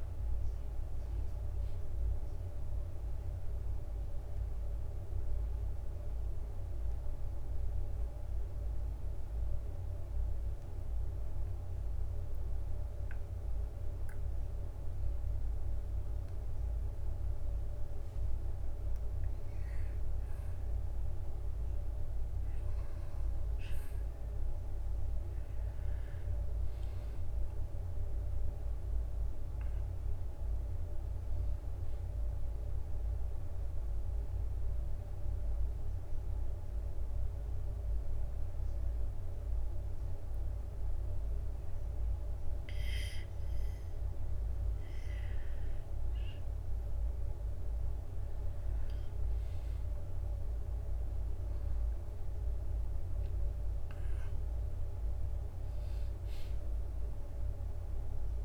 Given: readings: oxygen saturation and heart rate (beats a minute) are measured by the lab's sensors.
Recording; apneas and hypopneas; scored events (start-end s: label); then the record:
breathing in sleep, hard to hear, by a room microphone; 2
2.50-26.50 s: bradycardia (device-marked, heart rate 64 before, 54 extreme)
3.00-15.50 s: obstructive apnea (oxygen 96% before, 94% lowest, heart rate 63 before, 54 extreme, up 1 after)
24.00-28.00 s: arousal
32.50-50.50 s: bradycardia (device-marked, heart rate 61 before, 56 extreme)
33.50-46.00 s: obstructive apnea (oxygen 98% before, 96% lowest, heart rate 57 before, 55 extreme, up 4 after)
48.00-51.50 s: arousal
49.50-58.44 s: drop in pulse transit time (device-marked, heart rate 58 before, 57 extreme)
From the record:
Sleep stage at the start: N2 (light sleep); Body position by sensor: on the back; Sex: male